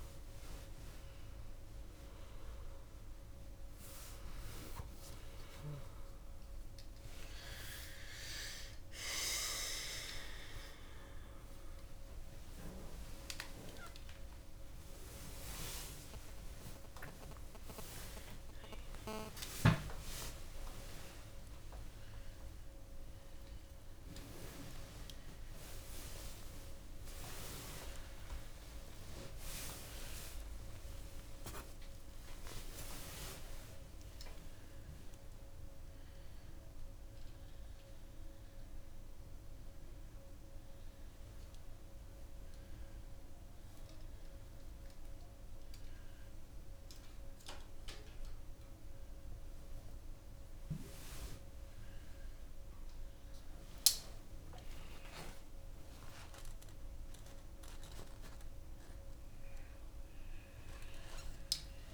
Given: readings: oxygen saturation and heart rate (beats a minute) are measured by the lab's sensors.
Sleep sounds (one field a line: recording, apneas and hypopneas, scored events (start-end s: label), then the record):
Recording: a person awake in a sleep study, by a room microphone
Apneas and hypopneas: none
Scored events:
7.00-61.94 s: new sleep stage, awake
From the record:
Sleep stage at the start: N1 (lightest sleep)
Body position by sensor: on the right side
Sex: female